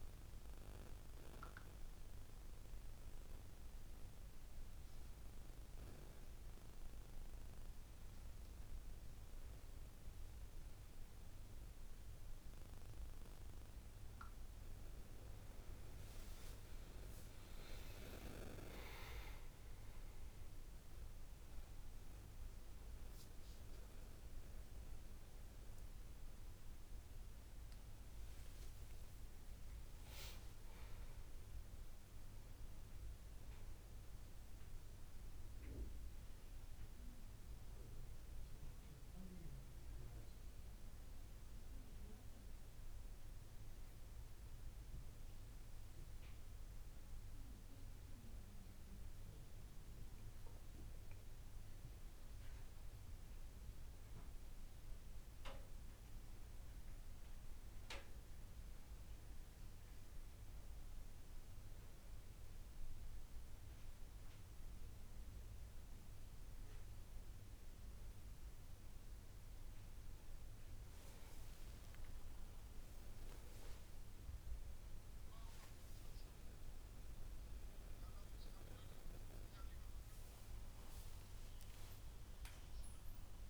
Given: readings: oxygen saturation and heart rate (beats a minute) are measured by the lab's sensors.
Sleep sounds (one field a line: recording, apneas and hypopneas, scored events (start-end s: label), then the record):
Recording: a person awake in a sleep study, hard to hear, by a room microphone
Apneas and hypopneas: none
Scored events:
80.00-83.50 s: new sleep stage, N1 (lightest sleep)
From the record:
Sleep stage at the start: awake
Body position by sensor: on the back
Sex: male